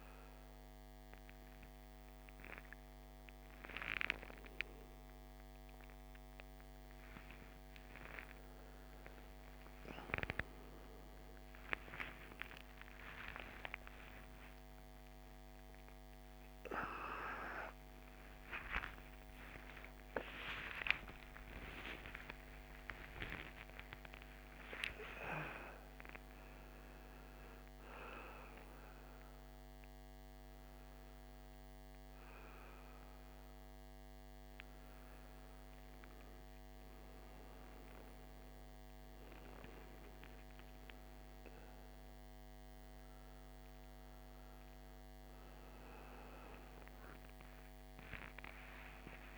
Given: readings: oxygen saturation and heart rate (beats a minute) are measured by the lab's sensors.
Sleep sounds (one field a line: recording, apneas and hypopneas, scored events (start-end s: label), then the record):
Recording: a person awake in a sleep study, by a microphone on the trachea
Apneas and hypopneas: none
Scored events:
0.00-6.50 s: oxygen desaturation (device-marked, oxygen 94% lowest, heart rate 66 extreme)
From the record:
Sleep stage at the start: awake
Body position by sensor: on the right side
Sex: male